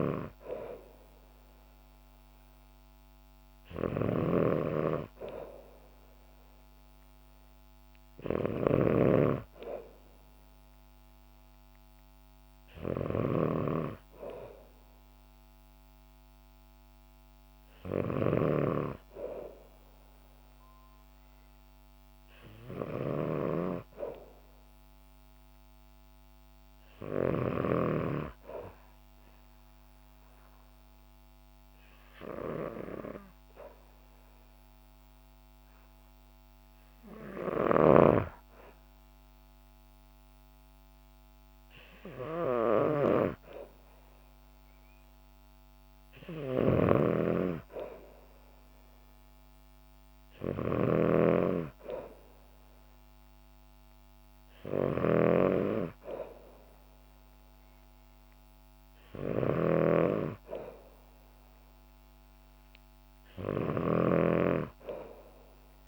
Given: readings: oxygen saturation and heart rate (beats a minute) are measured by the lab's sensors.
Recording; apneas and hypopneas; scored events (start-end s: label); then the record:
breathing in sleep by a microphone on the trachea; none
0.00-27.50 s: snoring (device-marked)
37.50-65.88 s: snoring (device-marked)
From the record:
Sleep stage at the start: N2 (light sleep); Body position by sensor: on the back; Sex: female